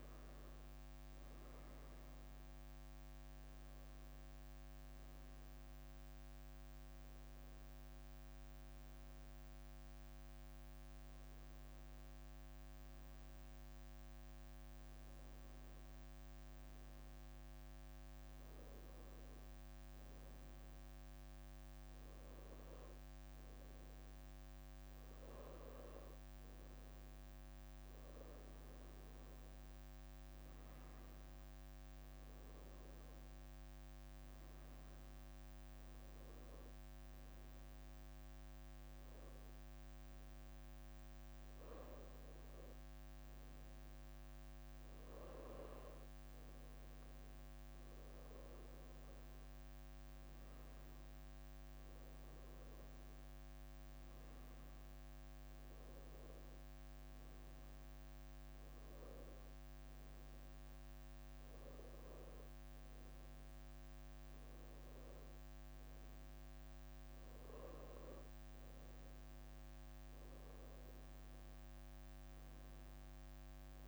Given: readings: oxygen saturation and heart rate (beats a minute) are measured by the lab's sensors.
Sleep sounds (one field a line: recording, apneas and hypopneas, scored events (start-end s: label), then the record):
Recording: breathing in sleep, hard to hear, by a microphone on the trachea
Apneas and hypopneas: none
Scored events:
0.00-1.50 s: leg movement (device-marked)
3.00-5.50 s: leg movement (device-marked)
7.00-9.00 s: leg movement (device-marked)
10.50-13.50 s: leg movement (device-marked)
22.00-32.00 s: leg movement (device-marked)
38.50-43.50 s: leg movement (device-marked)
45.00-47.00 s: leg movement (device-marked)
47.50-50.50 s: leg movement (device-marked)
51.50-54.00 s: leg movement (device-marked)
55.00-57.50 s: leg movement (device-marked)
58.50-60.00 s: leg movement (device-marked)
61.00-63.50 s: leg movement (device-marked)
64.00-66.50 s: leg movement (device-marked)
67.00-69.00 s: leg movement (device-marked)
70.00-72.50 s: leg movement (device-marked)
From the record:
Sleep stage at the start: N1 (lightest sleep)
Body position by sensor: on the right side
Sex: female